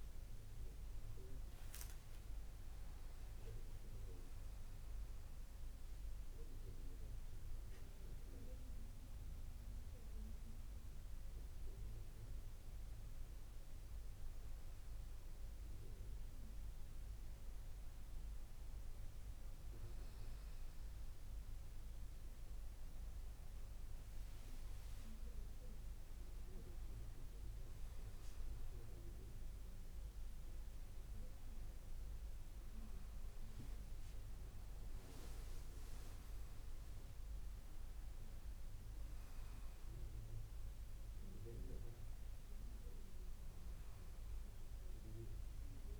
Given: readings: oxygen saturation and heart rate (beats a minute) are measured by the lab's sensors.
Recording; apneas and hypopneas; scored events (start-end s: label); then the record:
breathing in sleep, hard to hear, by a room microphone; none
2.50-6.50 s: arousal
32.50-45.99 s: new sleep stage, N2 (light sleep)
33.00-35.50 s: leg movement (device-marked)
35.00-38.50 s: arousal
36.50-37.50 s: leg movement (device-marked)
From the record:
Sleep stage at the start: N1 (lightest sleep); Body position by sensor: on the back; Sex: male